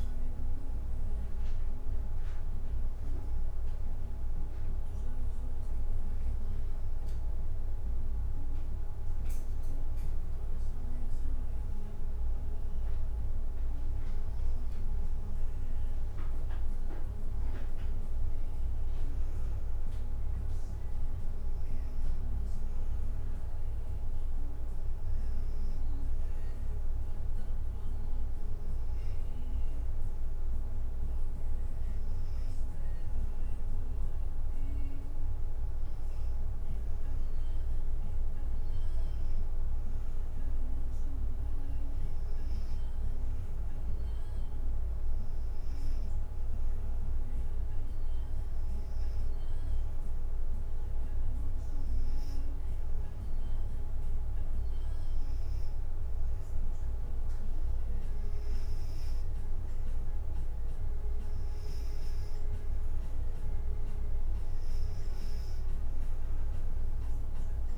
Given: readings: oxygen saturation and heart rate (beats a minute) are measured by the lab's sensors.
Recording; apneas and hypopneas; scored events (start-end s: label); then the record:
breathing in sleep, hard to hear, by a room microphone; none
12.00-15.00 s: arousal
From the record:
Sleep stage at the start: N2 (light sleep); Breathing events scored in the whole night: 174 in 4.2 hours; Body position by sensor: on the back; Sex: female